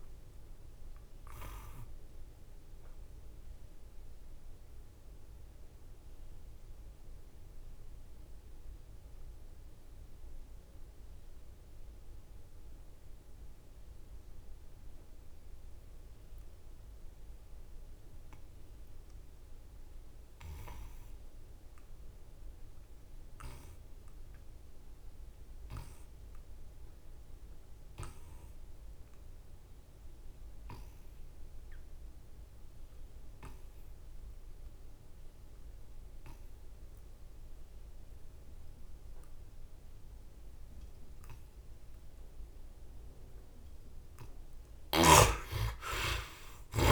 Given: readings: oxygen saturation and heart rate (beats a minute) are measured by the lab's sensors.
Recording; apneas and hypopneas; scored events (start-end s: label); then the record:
breathing in sleep by a room microphone; 1
1.00-42.00 s: obstructive apnea (heart rate 72 before, 55 extreme, up 17 after)
44.50-46.92 s: arousal
From the record:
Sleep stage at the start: N2 (light sleep); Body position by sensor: on the back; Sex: male